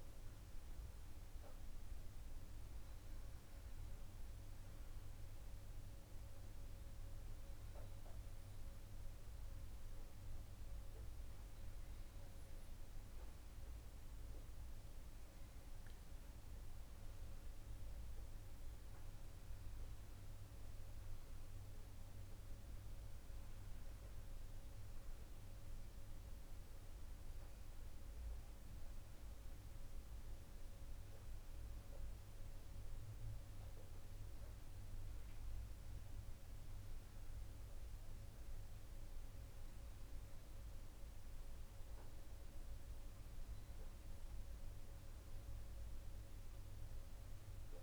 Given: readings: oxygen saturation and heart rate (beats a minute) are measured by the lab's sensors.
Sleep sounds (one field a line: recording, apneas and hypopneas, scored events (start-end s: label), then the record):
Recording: a person awake in a sleep study, hard to hear, by a room microphone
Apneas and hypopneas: none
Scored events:
34.50-47.83 s: new sleep stage, N2 (light sleep)
From the record:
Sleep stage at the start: awake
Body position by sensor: on the right side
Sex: male